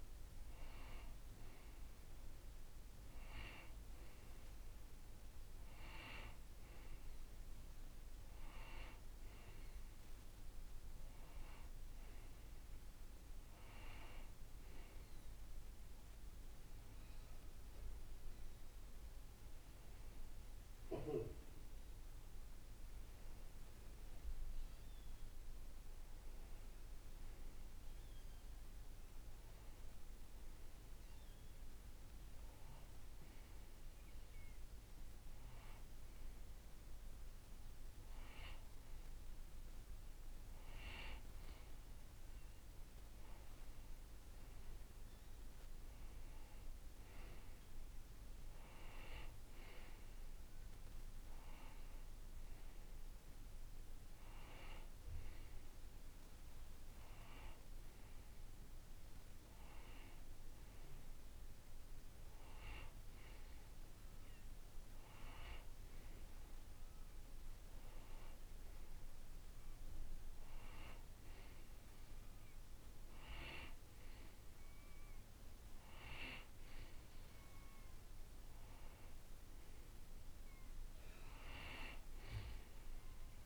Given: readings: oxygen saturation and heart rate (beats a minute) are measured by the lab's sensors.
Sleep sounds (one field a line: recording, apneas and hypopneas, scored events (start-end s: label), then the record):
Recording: breathing in sleep by a room microphone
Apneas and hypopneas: none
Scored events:
none scored
From the record:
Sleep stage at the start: N2 (light sleep)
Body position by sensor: on the right side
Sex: male